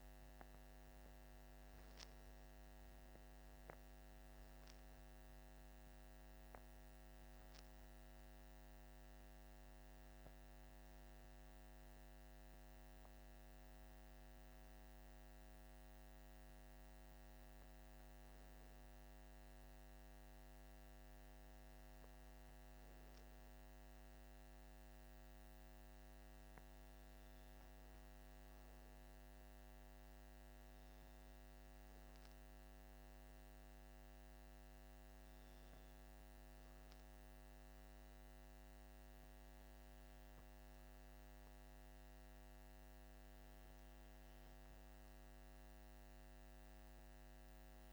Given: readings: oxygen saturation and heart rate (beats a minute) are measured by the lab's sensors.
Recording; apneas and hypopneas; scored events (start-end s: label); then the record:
breathing in sleep, hard to hear, by a microphone on the trachea; none
0.00-1.50 s: arousal
5.00-12.00 s: oxygen desaturation (device-marked, oxygen 93% before, 90% lowest, heart rate 63 before, 51 extreme)
14.00-21.00 s: oxygen desaturation (device-marked, oxygen 92% before, 89% lowest, heart rate 65 before, 51 extreme)
42.00-46.50 s: arousal
From the record:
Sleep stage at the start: REM sleep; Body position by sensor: on the back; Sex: male